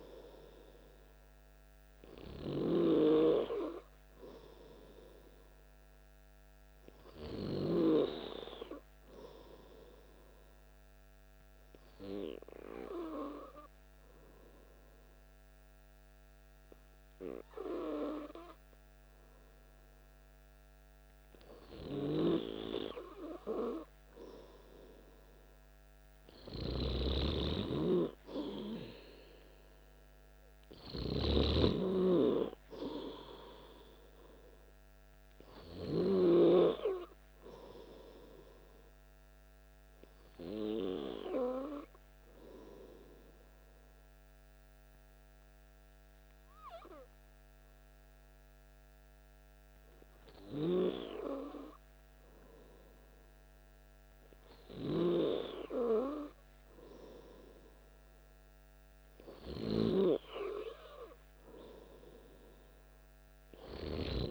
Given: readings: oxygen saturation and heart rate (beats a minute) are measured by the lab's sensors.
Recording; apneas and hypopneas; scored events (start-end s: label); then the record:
breathing in sleep by a microphone on the trachea; 2
0.00-3.50 s: arousal
11.00-23.00 s: hypopnea (oxygen 98% before, 96% lowest, heart rate 55 before, 54 extreme, up 1 after)
25.00-28.00 s: arousal
42.50-53.50 s: hypopnea (oxygen 97% before, 96% lowest, heart rate 56 before, 54 extreme, up 1 after)
55.50-58.50 s: arousal
From the record:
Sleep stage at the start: N2 (light sleep); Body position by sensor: on the back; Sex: male